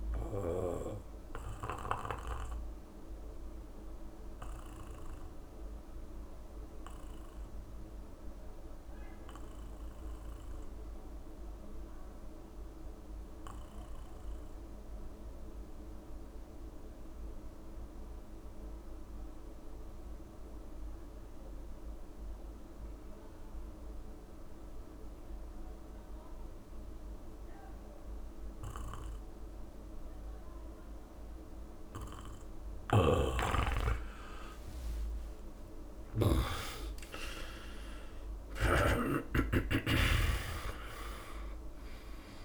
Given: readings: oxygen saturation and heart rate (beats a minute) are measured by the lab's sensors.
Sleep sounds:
breathing in sleep by a room microphone; 1
0.00-14.00 s: oxygen desaturation (device-marked, oxygen 86% lowest)
1.50-31.00 s: obstructive apnea (oxygen 99% before, 84% lowest)
26.00-42.45 s: oxygen desaturation (device-marked, oxygen 99% before, 84% lowest)
32.50-42.45 s: snoring (device-marked)
35.00-40.00 s: arousal
From the record:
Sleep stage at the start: N2 (light sleep); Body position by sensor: on the back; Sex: male

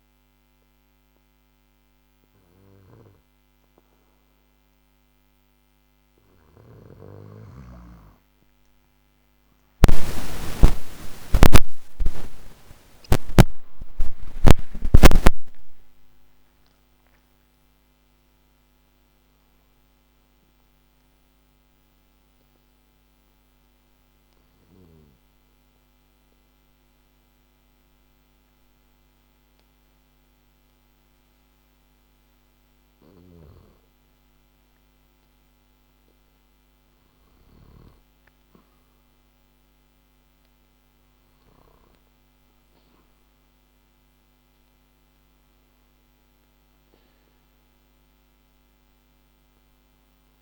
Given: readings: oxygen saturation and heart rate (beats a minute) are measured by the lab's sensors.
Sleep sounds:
breathing in sleep by a microphone on the trachea; none
6.00-11.00 s: snoring (device-marked)
8.50-14.50 s: arousal
From the record:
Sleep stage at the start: N2 (light sleep); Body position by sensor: on the back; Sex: male

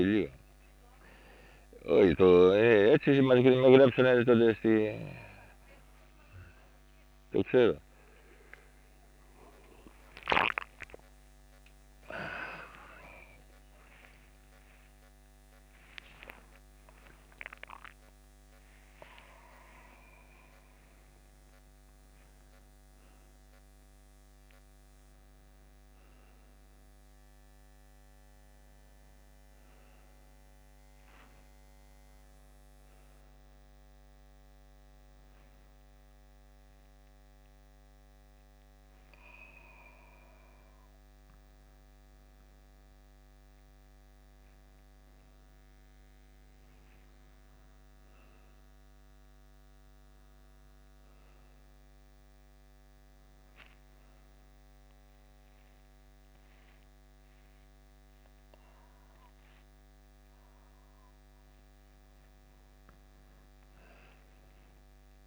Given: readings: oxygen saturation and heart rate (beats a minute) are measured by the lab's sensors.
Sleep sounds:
a person awake in a sleep study, by a microphone on the trachea; none
none scored
From the record:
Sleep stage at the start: awake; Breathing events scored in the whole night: 118 in 4.5 hours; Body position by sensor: upright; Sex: male

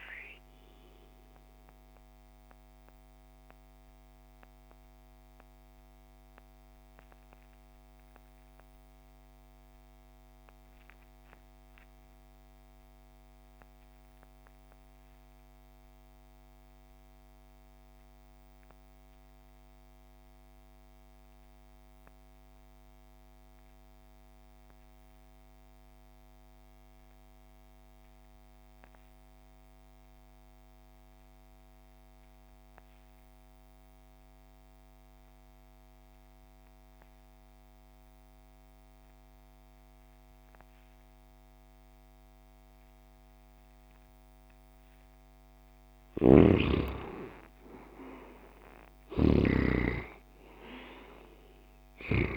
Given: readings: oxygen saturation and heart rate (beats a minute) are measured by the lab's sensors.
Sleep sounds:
breathing in sleep by a microphone on the trachea; 1
0.00-10.50 s: oxygen desaturation (device-marked, oxygen 91% lowest)
1.00-45.50 s: mixed apnea (oxygen 97% before, 80% lowest)
25.50-52.37 s: oxygen desaturation (device-marked, oxygen 98% before, 80% lowest)
45.50-52.37 s: snoring (device-marked)
47.50-51.00 s: arousal
From the record:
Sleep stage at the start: REM sleep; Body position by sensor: on the left side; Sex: male

